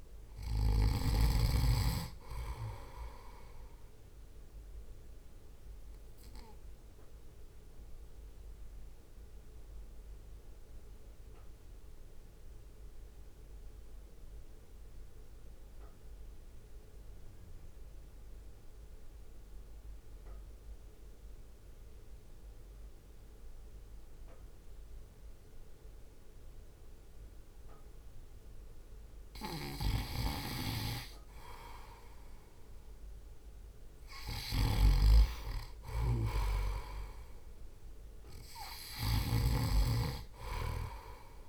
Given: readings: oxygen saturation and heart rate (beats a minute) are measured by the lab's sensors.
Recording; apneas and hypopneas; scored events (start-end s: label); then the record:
breathing in sleep by a room microphone; 1
0.00-12.00 s: oxygen desaturation (device-marked, oxygen 91% lowest, heart rate 50 extreme)
6.00-30.50 s: obstructive apnea (oxygen 98% before, 90% lowest, heart rate 57 before, 52 extreme, up 0 after)
31.50-34.50 s: arousal
34.00-41.49 s: oxygen desaturation (device-marked, oxygen 97% before, 92% lowest, heart rate 56 before, 52 extreme)
34.50-39.50 s: snoring (device-marked)
36.00-41.49 s: drop in pulse transit time (device-marked, heart rate 57 before, 53 extreme)
From the record:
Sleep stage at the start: N2 (light sleep); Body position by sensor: on the right side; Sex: male